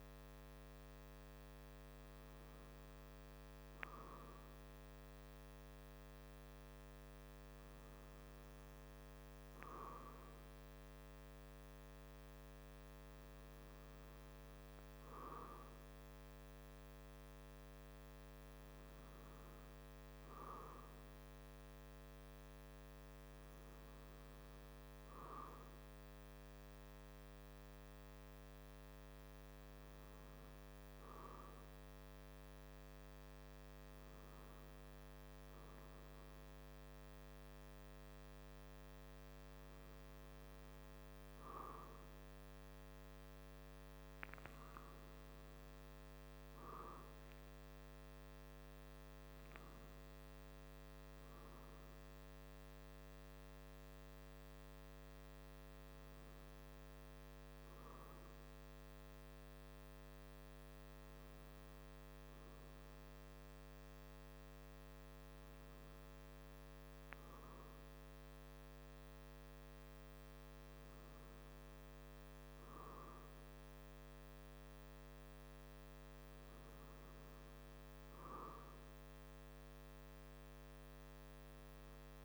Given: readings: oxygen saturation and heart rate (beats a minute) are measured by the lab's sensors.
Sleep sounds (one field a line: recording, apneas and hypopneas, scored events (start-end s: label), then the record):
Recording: breathing in sleep, hard to hear, by a microphone on the trachea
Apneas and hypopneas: none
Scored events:
none scored
From the record:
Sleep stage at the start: N2 (light sleep)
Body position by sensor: on the back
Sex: male